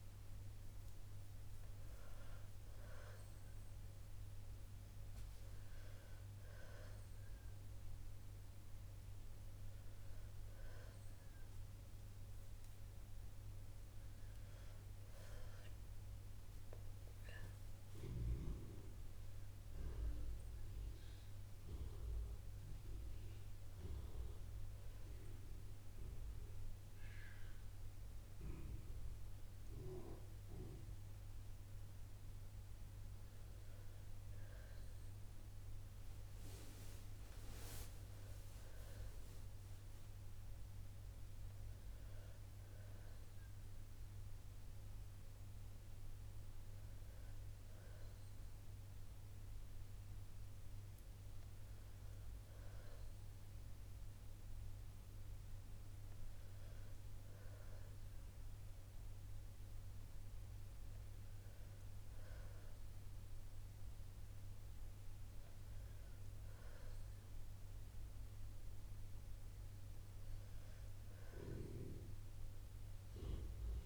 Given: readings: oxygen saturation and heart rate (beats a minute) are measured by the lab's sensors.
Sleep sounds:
breathing in sleep by a room microphone; none
none scored
From the record:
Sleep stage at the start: N2 (light sleep); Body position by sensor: on the back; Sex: female

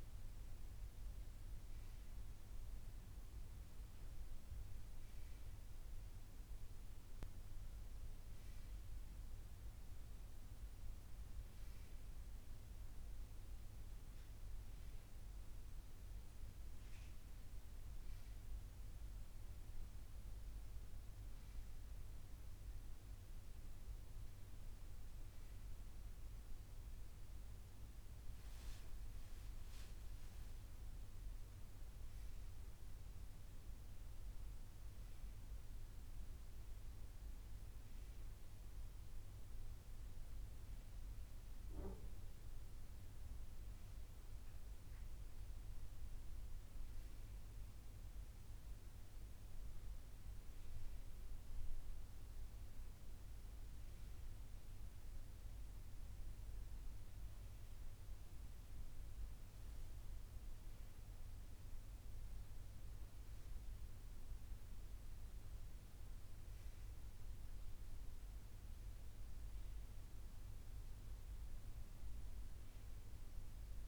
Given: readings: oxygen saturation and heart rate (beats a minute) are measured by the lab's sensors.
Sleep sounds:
a person awake in a sleep study, hard to hear, by a room microphone; none
none scored
From the record:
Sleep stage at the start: awake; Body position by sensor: on the right side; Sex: female

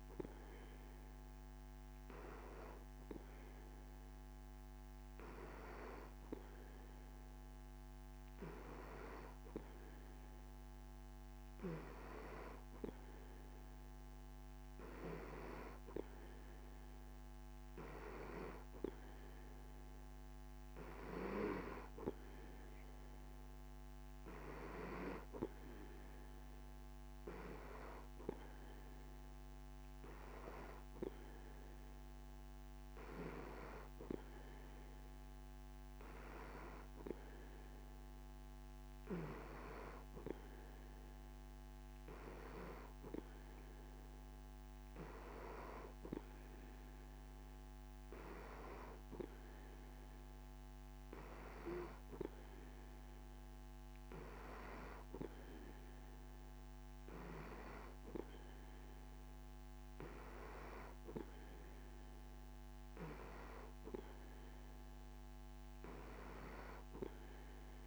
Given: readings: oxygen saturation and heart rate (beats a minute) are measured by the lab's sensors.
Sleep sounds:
breathing in sleep by a microphone on the trachea; none
none scored
From the record:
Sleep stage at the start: N3 (deep sleep); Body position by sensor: on the back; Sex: male

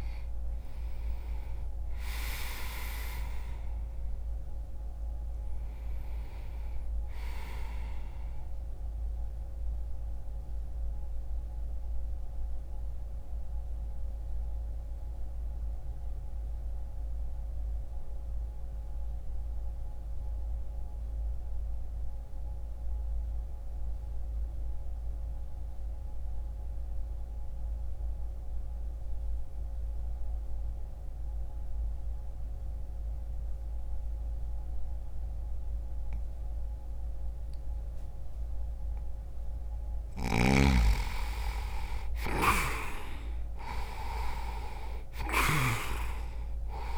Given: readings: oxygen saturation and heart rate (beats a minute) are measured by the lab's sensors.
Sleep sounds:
breathing in sleep by a room microphone; 1
9.50-39.50 s: obstructive apnea (oxygen 98% before, 84% lowest, heart rate 61 before, 59 extreme, up 2 after)
19.50-30.50 s: oxygen desaturation (device-marked, oxygen 92% before, 87% lowest, heart rate 60 before, 60 extreme)
39.50-46.98 s: snoring (device-marked)
41.00-45.00 s: arousal
41.50-46.98 s: oxygen desaturation (device-marked, oxygen 98% before, 84% lowest, heart rate 61 before, 59 extreme)
From the record:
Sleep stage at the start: N2 (light sleep); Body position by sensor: on the back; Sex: male

